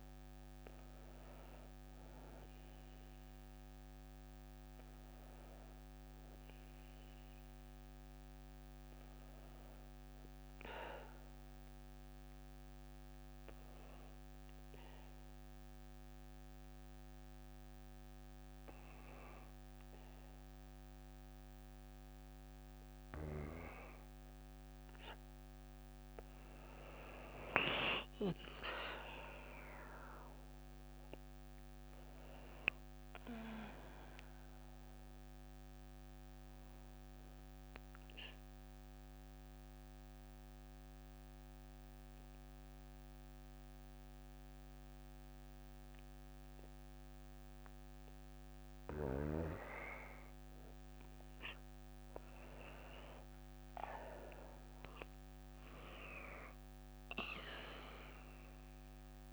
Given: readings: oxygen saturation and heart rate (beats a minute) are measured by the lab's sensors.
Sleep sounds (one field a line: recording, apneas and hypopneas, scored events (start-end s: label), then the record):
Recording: breathing in sleep by a microphone on the trachea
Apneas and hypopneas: 2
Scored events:
11.50-22.50 s: obstructive apnea (oxygen 95% before, 90% lowest, heart rate 62 before, 57 extreme, up 2 after)
24.00-28.00 s: arousal
29.50-52.50 s: oxygen desaturation (device-marked, oxygen 95% before, 92% lowest, heart rate 59 before, 57 extreme)
35.50-47.00 s: obstructive apnea (oxygen 95% before, 90% lowest, heart rate 60 before, 57 extreme, up 3 after)
50.00-53.50 s: arousal
54.50-59.33 s: oxygen desaturation (device-marked, oxygen 97% before, 90% lowest, heart rate 59 before, 57 extreme)
From the record:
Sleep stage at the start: N2 (light sleep)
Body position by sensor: on the back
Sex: female